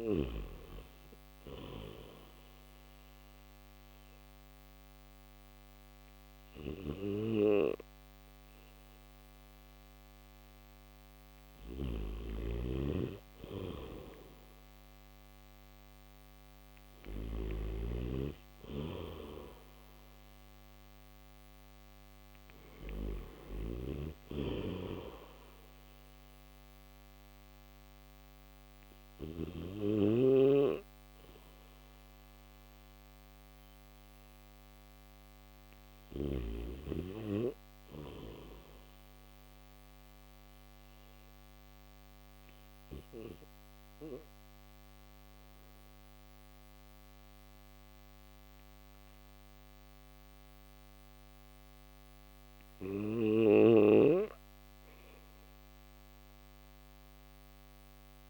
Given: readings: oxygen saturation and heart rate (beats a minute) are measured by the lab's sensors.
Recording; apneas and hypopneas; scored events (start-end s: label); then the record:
breathing in sleep by a microphone on the trachea; none
6.00-17.00 s: snoring (device-marked)
23.00-29.00 s: snoring (device-marked)
From the record:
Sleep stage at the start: N1 (lightest sleep); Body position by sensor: on the back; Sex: male